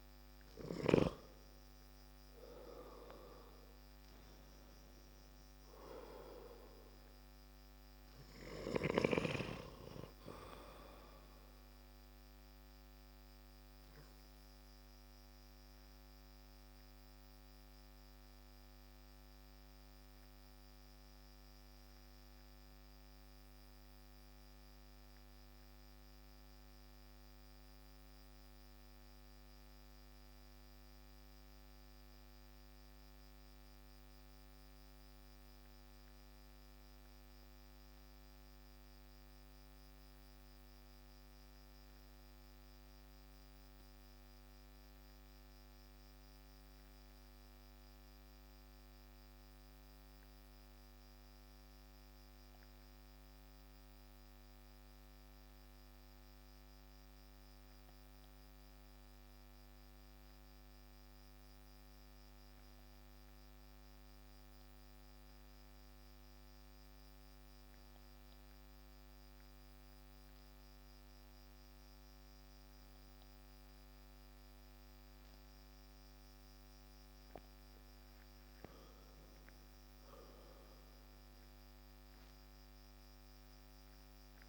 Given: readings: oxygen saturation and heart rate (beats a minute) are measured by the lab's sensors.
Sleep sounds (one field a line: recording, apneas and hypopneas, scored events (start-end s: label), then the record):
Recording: breathing in sleep by a microphone on the trachea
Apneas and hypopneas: 1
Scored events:
0.00-9.00 s: oxygen desaturation (device-marked, oxygen 91% lowest)
12.00-76.50 s: obstructive apnea (oxygen 96% before, 90% lowest)
68.00-84.49 s: oxygen desaturation (device-marked, oxygen 98% before, 91% lowest)
78.50-82.50 s: arousal
From the record:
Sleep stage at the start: N2 (light sleep)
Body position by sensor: on the back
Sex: male